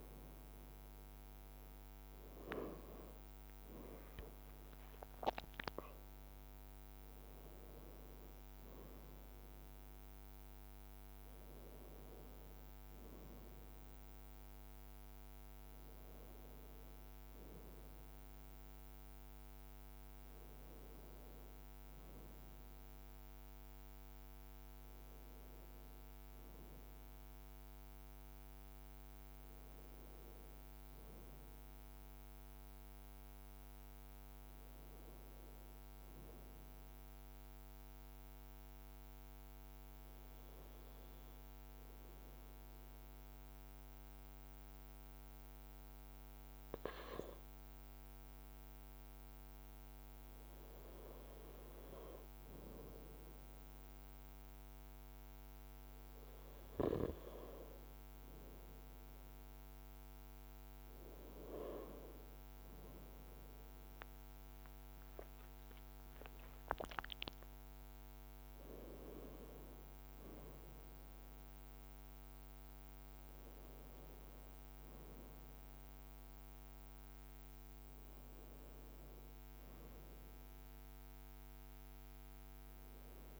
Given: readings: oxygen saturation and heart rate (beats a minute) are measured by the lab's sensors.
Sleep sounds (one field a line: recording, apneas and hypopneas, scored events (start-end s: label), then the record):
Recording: breathing in sleep by a microphone on the trachea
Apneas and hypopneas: 1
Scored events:
11.00-16.00 s: leg movement (device-marked)
28.50-32.00 s: arousal
36.50-51.00 s: obstructive apnea (oxygen 97% before, 96% lowest, heart rate 58 before, 54 extreme, up 2 after)
53.50-57.00 s: arousal
From the record:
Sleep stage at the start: N2 (light sleep)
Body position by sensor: on the right side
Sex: male